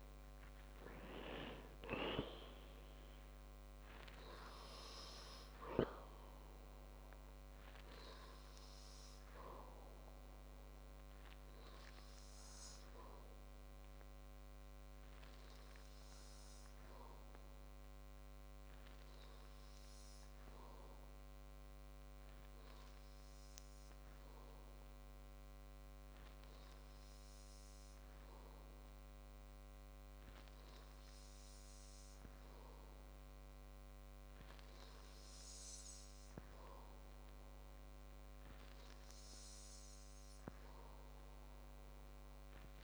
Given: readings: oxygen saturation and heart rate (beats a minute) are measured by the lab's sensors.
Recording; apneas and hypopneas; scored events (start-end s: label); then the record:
breathing in sleep by a microphone on the trachea; 1
15.00-34.50 s: hypopnea (oxygen 97% before, 94% lowest, heart rate 71 before, 55 extreme, up 6 after)
From the record:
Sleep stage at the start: N2 (light sleep); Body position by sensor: on the back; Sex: male